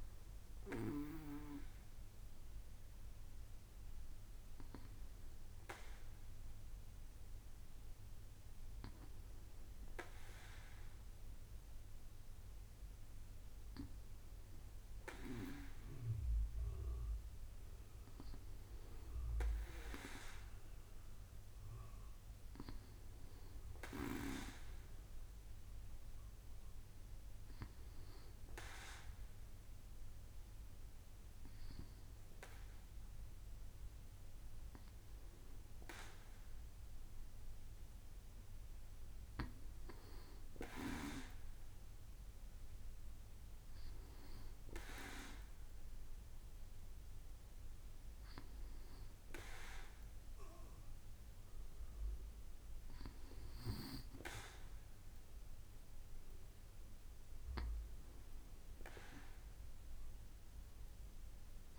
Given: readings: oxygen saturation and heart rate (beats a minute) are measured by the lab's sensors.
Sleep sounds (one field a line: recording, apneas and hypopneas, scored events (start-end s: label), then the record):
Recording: breathing in sleep by a room microphone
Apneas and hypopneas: none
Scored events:
none scored
From the record:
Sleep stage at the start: N2 (light sleep)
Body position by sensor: on the back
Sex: male